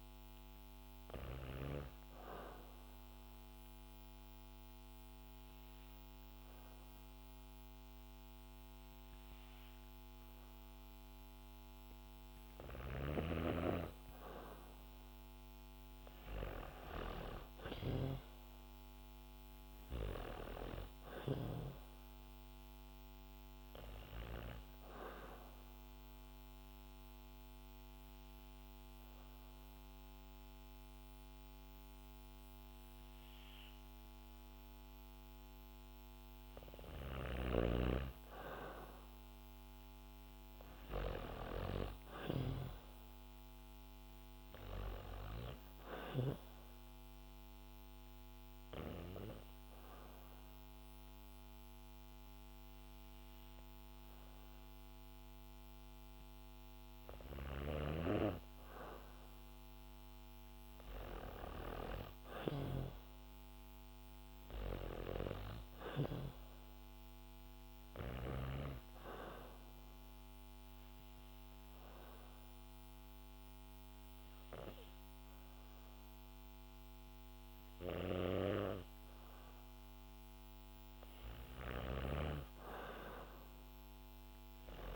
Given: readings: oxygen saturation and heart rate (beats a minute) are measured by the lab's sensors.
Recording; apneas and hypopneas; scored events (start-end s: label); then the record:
breathing in sleep by a microphone on the trachea; 4
1.00-12.50 s: obstructive apnea (oxygen 98% before, 94% lowest, heart rate 65 before, 60 extreme, up 3 after)
15.50-19.50 s: arousal
25.50-35.50 s: obstructive apnea (oxygen 98% before, 94% lowest, heart rate 63 before, 58 extreme, up 0 after)
35.00-38.00 s: bradycardia (device-marked, heart rate 64 before, 60 extreme)
38.00-41.50 s: arousal
42.00-60.00 s: oxygen desaturation (device-marked, oxygen 98% before, 95% lowest, heart rate 63 before, 59 extreme)
46.50-58.50 s: obstructive apnea (oxygen 98% before, 95% lowest, heart rate 61 before, 59 extreme, up 6 after)
61.00-65.00 s: arousal
68.50-80.00 s: hypopnea (oxygen 98% before, 95% lowest, heart rate 63 before, 61 extreme, up 0 after)
77.00-81.50 s: snoring (device-marked)
83.50-84.96 s: arousal
From the record:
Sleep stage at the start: N2 (light sleep); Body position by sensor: on the back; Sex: female